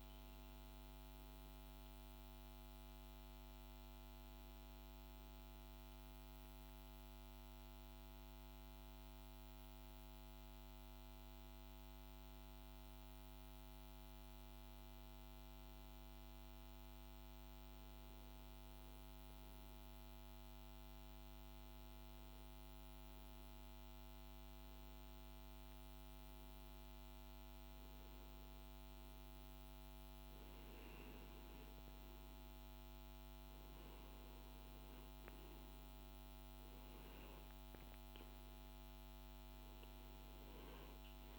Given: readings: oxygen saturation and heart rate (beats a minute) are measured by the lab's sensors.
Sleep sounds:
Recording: breathing in sleep, hard to hear, by a microphone on the trachea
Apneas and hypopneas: 1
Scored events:
12.50-29.50 s: hypopnea (oxygen 100% before, 94% lowest)
30.50-41.39 s: oxygen desaturation (device-marked, oxygen 100% before, 94% lowest)
From the record:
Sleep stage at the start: REM sleep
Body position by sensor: on the back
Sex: male

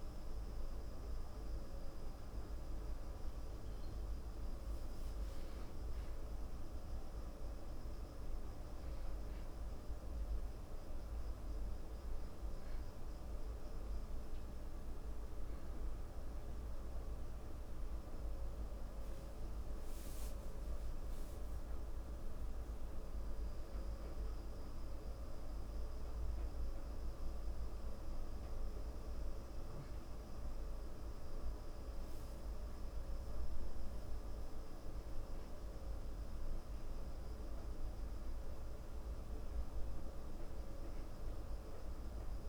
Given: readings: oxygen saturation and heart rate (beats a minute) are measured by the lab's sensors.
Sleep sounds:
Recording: breathing in sleep, hard to hear, by a room microphone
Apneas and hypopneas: 1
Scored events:
12.00-24.00 s: hypopnea (oxygen 97% before, 93% lowest, heart rate 85 before, 55 extreme, up 0 after)
25.50-29.00 s: arousal
From the record:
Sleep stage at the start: N2 (light sleep)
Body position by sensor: on the back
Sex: male

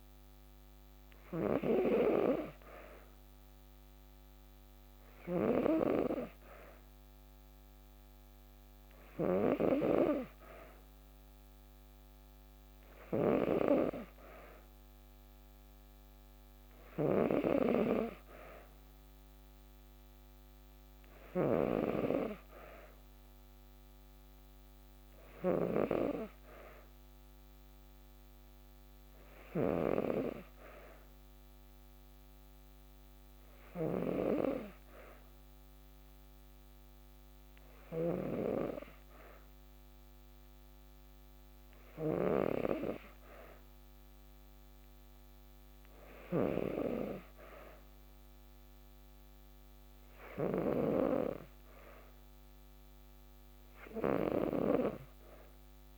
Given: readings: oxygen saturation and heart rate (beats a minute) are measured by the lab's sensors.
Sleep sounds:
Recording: breathing in sleep by a microphone on the trachea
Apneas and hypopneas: none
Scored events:
20.50-37.50 s: snoring (device-marked)
45.50-55.98 s: snoring (device-marked)
From the record:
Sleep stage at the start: N2 (light sleep)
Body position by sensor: on the back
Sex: female

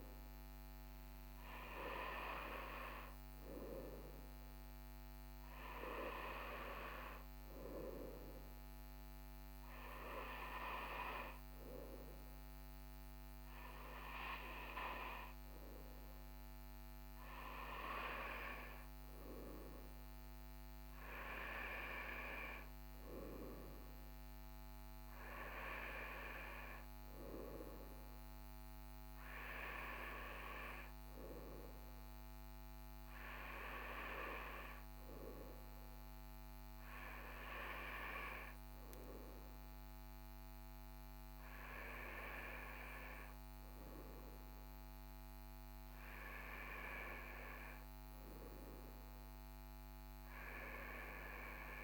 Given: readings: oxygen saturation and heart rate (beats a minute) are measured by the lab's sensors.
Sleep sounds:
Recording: breathing in sleep by a microphone on the trachea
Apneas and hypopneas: none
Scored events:
45.00-50.00 s: arousal
From the record:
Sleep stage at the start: N2 (light sleep)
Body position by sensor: on the right side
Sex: male

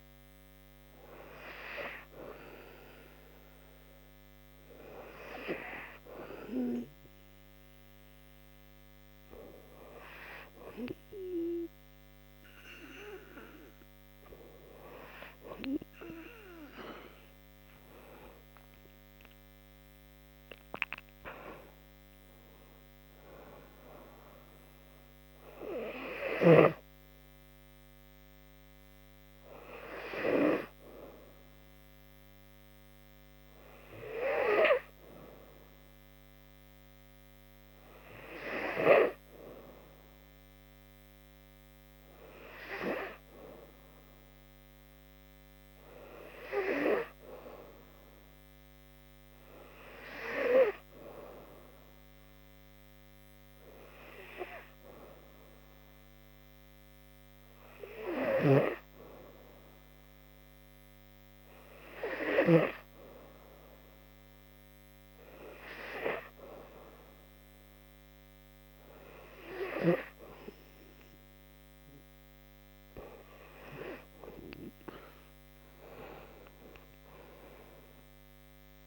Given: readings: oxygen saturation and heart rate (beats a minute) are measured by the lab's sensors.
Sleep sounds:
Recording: breathing in sleep by a microphone on the trachea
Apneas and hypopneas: 1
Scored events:
0.00-4.00 s: oxygen desaturation (device-marked, oxygen 92% lowest, heart rate 72 extreme)
17.00-21.50 s: arousal
35.00-69.50 s: hypopnea (oxygen 95% before, 91% lowest, heart rate 76 before, 71 extreme, up 26 after)
71.00-78.87 s: oxygen desaturation (device-marked, oxygen 94% before, 91% lowest, heart rate 74 before, 71 extreme)
75.50-78.00 s: arousal
From the record:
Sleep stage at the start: N2 (light sleep)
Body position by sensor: on the back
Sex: female

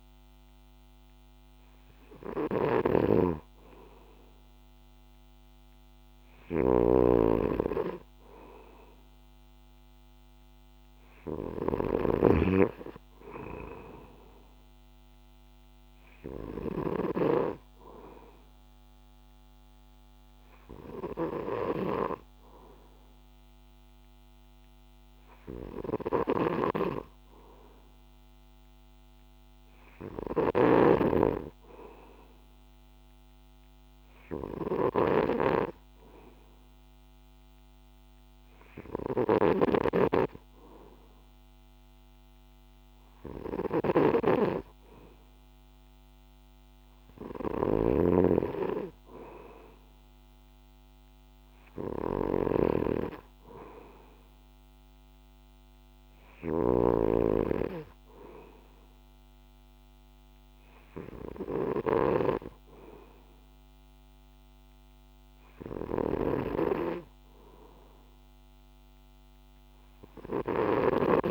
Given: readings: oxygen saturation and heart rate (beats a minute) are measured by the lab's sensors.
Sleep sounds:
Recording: breathing in sleep by a microphone on the trachea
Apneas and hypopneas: none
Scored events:
0.00-17.50 s: snoring (device-marked)
26.50-71.31 s: snoring (device-marked)
From the record:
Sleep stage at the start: N2 (light sleep)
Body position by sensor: on the back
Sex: male

